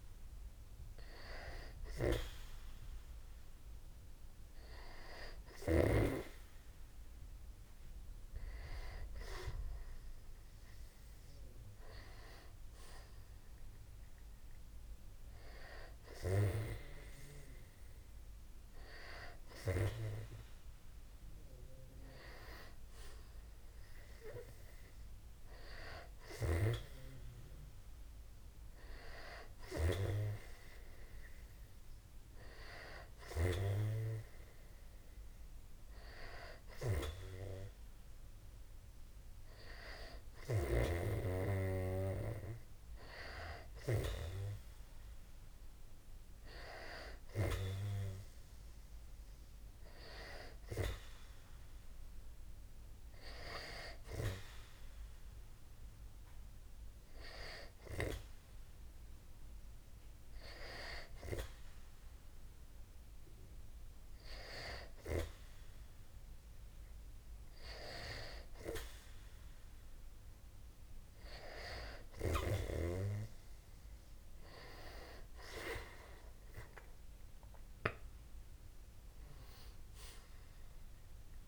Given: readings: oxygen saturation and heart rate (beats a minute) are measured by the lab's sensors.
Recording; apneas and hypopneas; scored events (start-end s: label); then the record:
breathing in sleep by a room microphone; none
75.50-79.00 s: arousal
From the record:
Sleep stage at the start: N2 (light sleep); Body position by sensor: on the back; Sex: male